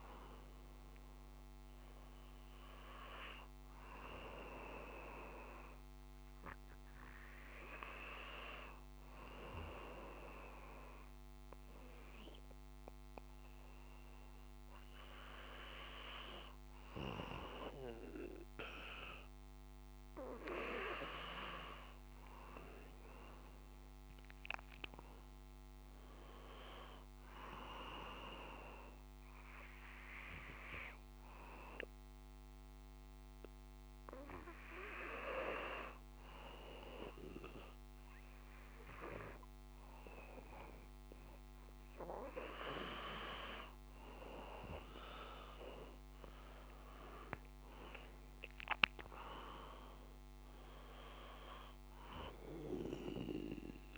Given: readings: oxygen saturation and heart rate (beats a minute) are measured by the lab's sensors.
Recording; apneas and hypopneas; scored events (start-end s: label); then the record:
breathing in sleep by a microphone on the trachea; 1
21.50-25.00 s: arousal
29.00-42.50 s: hypopnea (oxygen 96% before, 93% lowest)
46.50-50.00 s: arousal
From the record:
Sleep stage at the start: N2 (light sleep); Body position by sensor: on the back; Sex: male